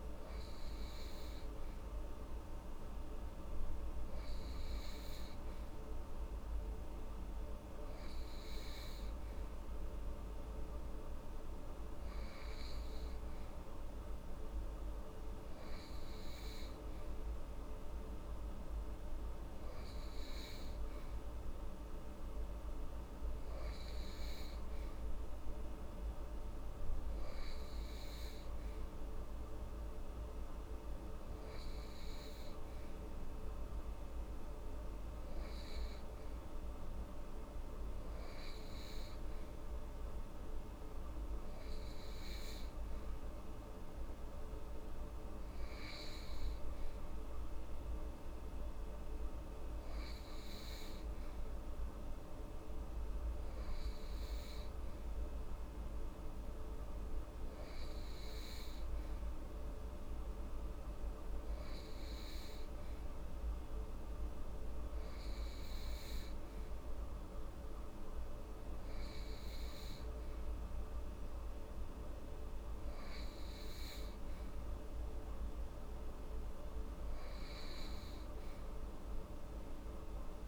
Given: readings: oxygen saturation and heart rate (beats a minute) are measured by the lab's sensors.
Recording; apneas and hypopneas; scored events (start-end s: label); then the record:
breathing in sleep, hard to hear, by a room microphone; none
37.00-80.48 s: new sleep stage, N3 (deep sleep)
From the record:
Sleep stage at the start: N2 (light sleep); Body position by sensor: upright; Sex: female